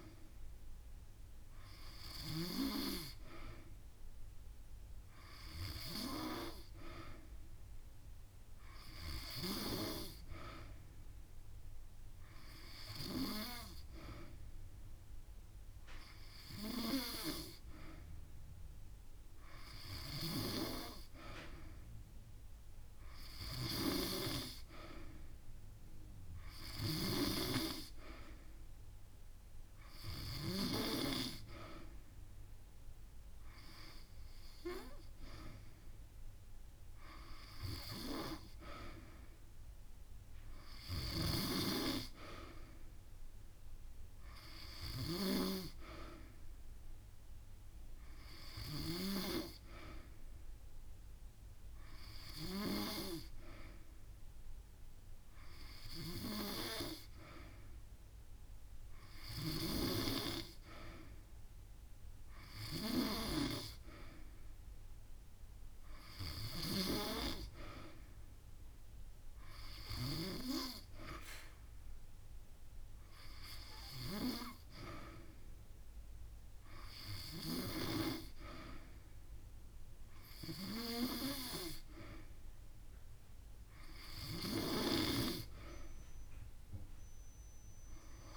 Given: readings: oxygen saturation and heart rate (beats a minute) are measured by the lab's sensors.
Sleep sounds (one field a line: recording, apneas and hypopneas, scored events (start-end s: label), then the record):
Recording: breathing in sleep by a room microphone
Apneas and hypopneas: none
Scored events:
0.00-2.00 s: long interval between heartbeats (device-marked)
32.50-34.50 s: long interval between heartbeats (device-marked)
46.00-88.37 s: new sleep stage, N3 (deep sleep)
62.00-64.00 s: long interval between heartbeats (device-marked)
68.00-70.00 s: long interval between heartbeats (device-marked)
From the record:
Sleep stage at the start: N2 (light sleep)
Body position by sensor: on the back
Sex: female